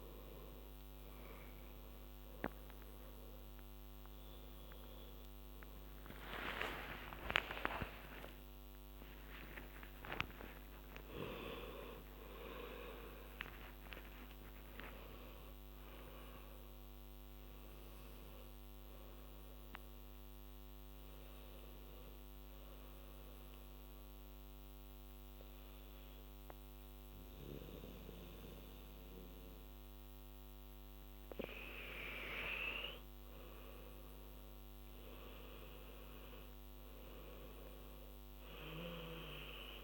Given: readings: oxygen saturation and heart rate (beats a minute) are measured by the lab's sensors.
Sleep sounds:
breathing in sleep by a microphone on the trachea; 1
0.00-9.50 s: oxygen desaturation (device-marked, oxygen 89% lowest, heart rate 65 extreme)
10.00-12.00 s: long interval between heartbeats (device-marked, heart rate 82 before, 95 extreme)
10.50-16.00 s: arousal
22.00-33.00 s: obstructive apnea
35.50-39.84 s: new sleep stage, awake
From the record:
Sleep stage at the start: N2 (light sleep); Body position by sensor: on the back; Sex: female

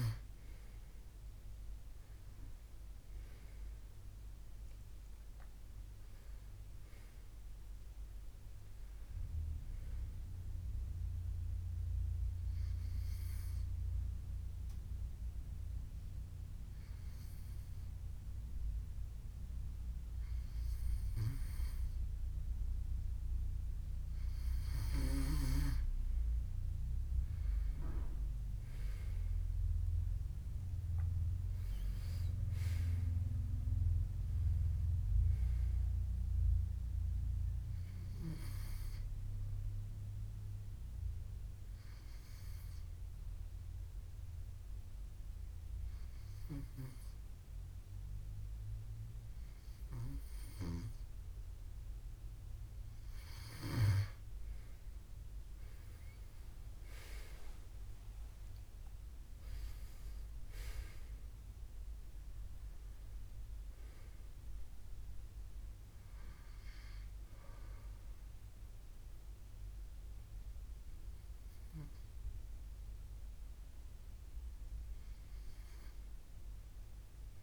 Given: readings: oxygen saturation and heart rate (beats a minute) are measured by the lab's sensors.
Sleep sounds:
breathing in sleep by a room microphone; 2
10.50-24.00 s: obstructive apnea (oxygen 96% before, 92% lowest, heart rate 73 before, 69 extreme, up 8 after)
27.00-31.50 s: arousal
37.50-52.00 s: hypopnea (oxygen 96% before, 93% lowest, heart rate 74 before, 69 extreme, up 11 after)
54.50-57.50 s: arousal
From the record:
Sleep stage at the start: N2 (light sleep); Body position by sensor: on the left side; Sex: male

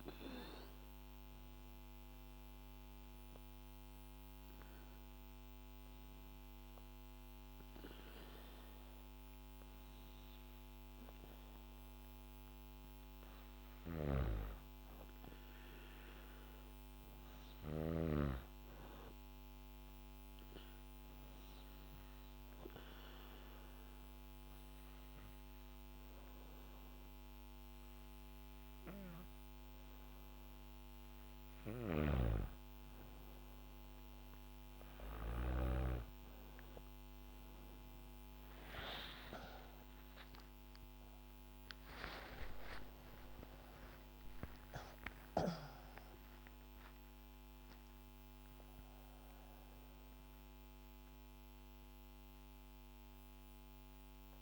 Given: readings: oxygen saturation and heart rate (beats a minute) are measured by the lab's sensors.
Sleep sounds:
breathing in sleep by a microphone on the trachea; 2
1.00-12.00 s: hypopnea (oxygen 99% before, 93% lowest, heart rate 65 before, 63 extreme, up 2 after)
13.50-18.00 s: snoring (device-marked)
14.00-18.00 s: arousal
20.50-31.00 s: obstructive apnea (oxygen 99% before, 93% lowest, heart rate 64 before, 68 extreme, up 5 after)
31.50-35.50 s: snoring (device-marked)
38.50-45.00 s: arousal
44.00-54.42 s: oxygen desaturation (device-marked, oxygen 97% before, 93% lowest, heart rate 71 before, 60 extreme)
From the record:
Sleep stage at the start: N2 (light sleep); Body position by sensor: on the back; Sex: female

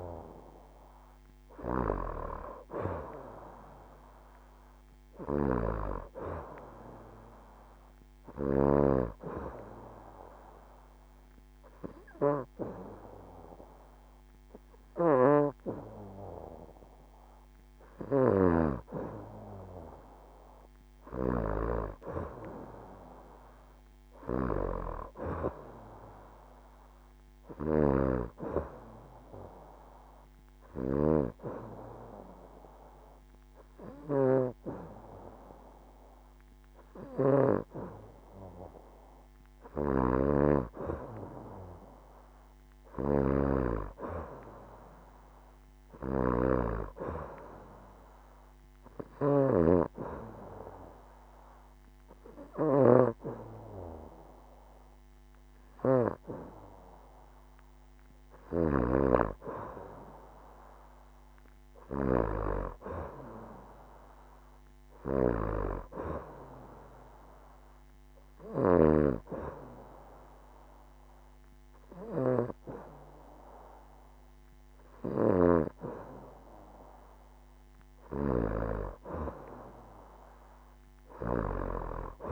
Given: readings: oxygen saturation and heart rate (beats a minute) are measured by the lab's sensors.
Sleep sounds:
breathing in sleep by a microphone on the trachea; 3
0.00-4.50 s: oxygen desaturation (device-marked, oxygen 90% lowest, heart rate 67 extreme)
8.50-18.50 s: obstructive apnea (oxygen 93% before, 90% lowest, heart rate 70 before, 67 extreme, up 0 after)
9.50-23.50 s: oxygen desaturation (device-marked, oxygen 93% before, 90% lowest, heart rate 70 before, 67 extreme)
21.00-24.50 s: arousal
29.00-39.00 s: hypopnea (oxygen 94% before, 90% lowest, heart rate 69 before, 68 extreme, up 0 after)
30.50-40.50 s: oxygen desaturation (device-marked, oxygen 94% before, 90% lowest, heart rate 69 before, 68 extreme)
41.00-44.50 s: arousal
48.00-59.00 s: hypopnea (oxygen 94% before, 90% lowest, heart rate 70 before, 68 extreme, up 0 after)
60.50-63.50 s: arousal
71.50-78.50 s: oxygen desaturation (device-marked, oxygen 93% before, 90% lowest, heart rate 71 before, 70 extreme)
From the record:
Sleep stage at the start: N2 (light sleep); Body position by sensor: on the back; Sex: female

